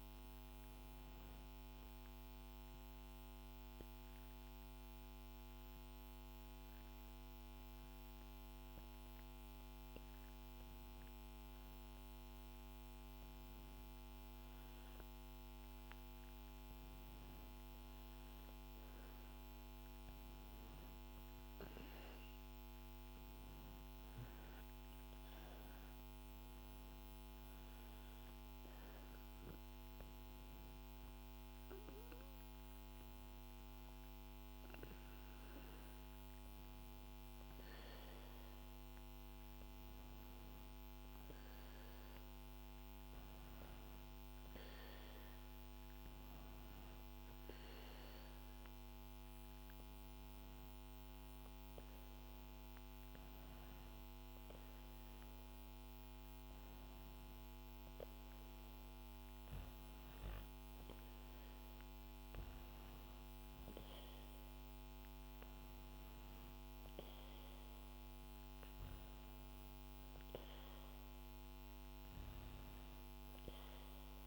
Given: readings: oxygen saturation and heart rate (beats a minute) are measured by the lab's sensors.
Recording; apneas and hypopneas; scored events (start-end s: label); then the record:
breathing in sleep, hard to hear, by a microphone on the trachea; 1
0.50-10.50 s: obstructive apnea (oxygen 99% before, 95% lowest, heart rate 78 before, 68 extreme, up 7 after)
12.50-16.50 s: arousal
From the record:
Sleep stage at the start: N2 (light sleep); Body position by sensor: on the back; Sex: female